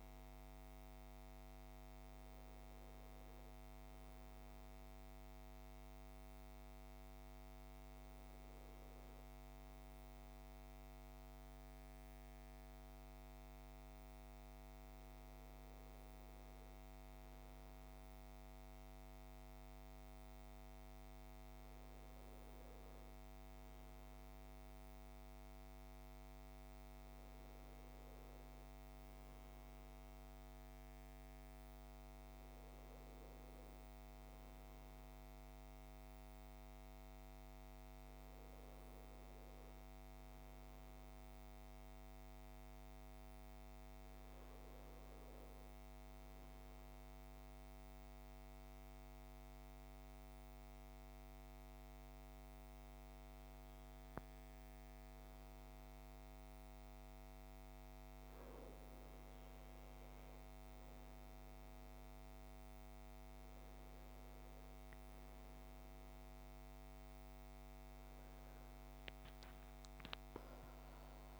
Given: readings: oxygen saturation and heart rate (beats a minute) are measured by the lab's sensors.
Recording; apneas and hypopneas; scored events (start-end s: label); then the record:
breathing in sleep, hard to hear, by a microphone on the trachea; 1
0.00-10.00 s: oxygen desaturation (device-marked, oxygen 92% lowest, heart rate 62 extreme)
46.50-58.00 s: central apnea (oxygen 97% before, 92% lowest, heart rate 63 before, 60 extreme, up 6 after)
61.00-65.50 s: arousal
67.00-71.40 s: oxygen desaturation (device-marked, oxygen 96% before, 92% lowest, heart rate 63 before, 62 extreme)
From the record:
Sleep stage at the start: N1 (lightest sleep); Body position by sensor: on the right side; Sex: male